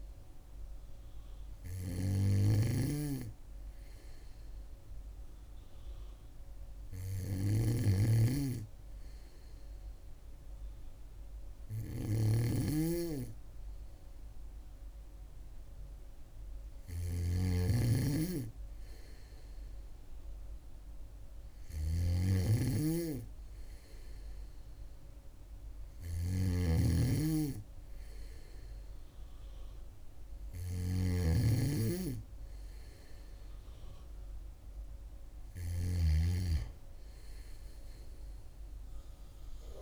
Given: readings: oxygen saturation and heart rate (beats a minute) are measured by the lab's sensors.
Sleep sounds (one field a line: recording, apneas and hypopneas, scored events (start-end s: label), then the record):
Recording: breathing in sleep by a room microphone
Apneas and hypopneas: none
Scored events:
0.00-39.82 s: snoring (device-marked)
From the record:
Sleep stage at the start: N2 (light sleep)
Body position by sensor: on the back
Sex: female